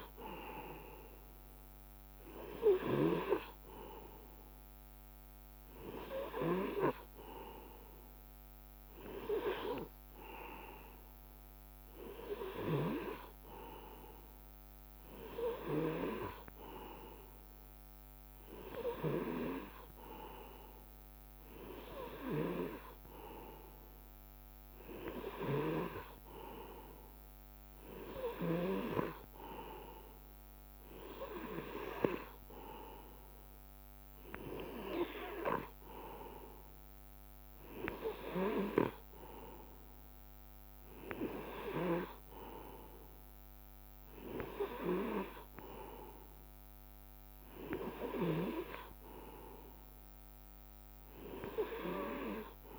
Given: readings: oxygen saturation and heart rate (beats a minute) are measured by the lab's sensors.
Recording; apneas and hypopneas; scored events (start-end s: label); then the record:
breathing in sleep by a microphone on the trachea; none
none scored
From the record:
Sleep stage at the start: N2 (light sleep); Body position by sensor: on the right side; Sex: male